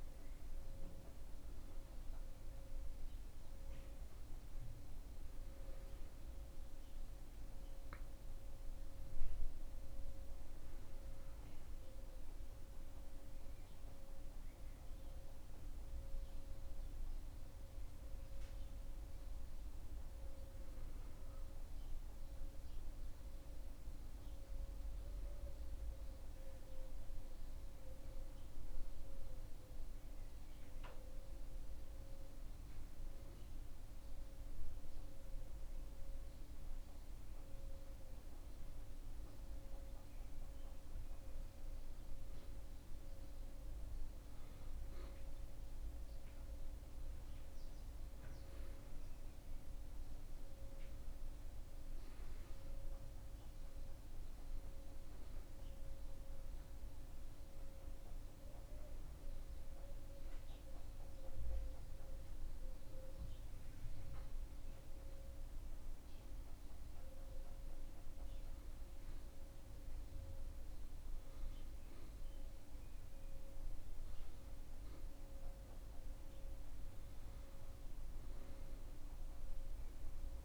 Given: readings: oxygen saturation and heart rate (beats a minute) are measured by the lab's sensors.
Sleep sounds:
breathing in sleep, hard to hear, by a room microphone; 2
25.50-29.00 s: arousal
33.50-44.50 s: hypopnea (oxygen 97% before, 94% lowest, heart rate 84 before, 79 extreme, up 21 after)
47.50-51.50 s: arousal
62.50-75.50 s: hypopnea (oxygen 97% before, 94% lowest, heart rate 87 before, 76 extreme, up 8 after)
77.00-80.00 s: arousal
From the record:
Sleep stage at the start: N2 (light sleep); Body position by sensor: on the back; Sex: male

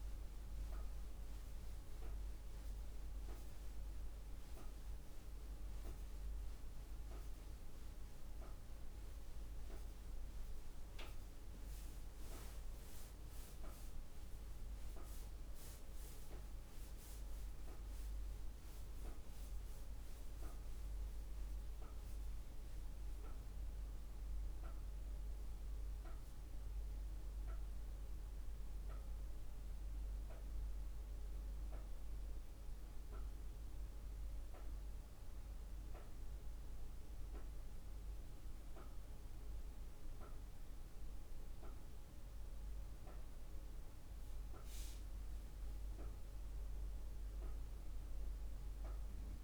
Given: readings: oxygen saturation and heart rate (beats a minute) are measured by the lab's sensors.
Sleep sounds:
breathing in sleep, hard to hear, by a room microphone; 1
19.50-23.00 s: arousal
25.00-40.50 s: hypopnea (oxygen 97% before, 94% lowest, heart rate 61 before, 52 extreme, up 7 after)
42.50-46.50 s: arousal
43.00-49.44 s: oxygen desaturation (device-marked, oxygen 97% before, 94% lowest, heart rate 56 before, 52 extreme)
From the record:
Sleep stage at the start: N2 (light sleep); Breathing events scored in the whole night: 119 in 5.0 hours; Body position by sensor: on the back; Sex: female

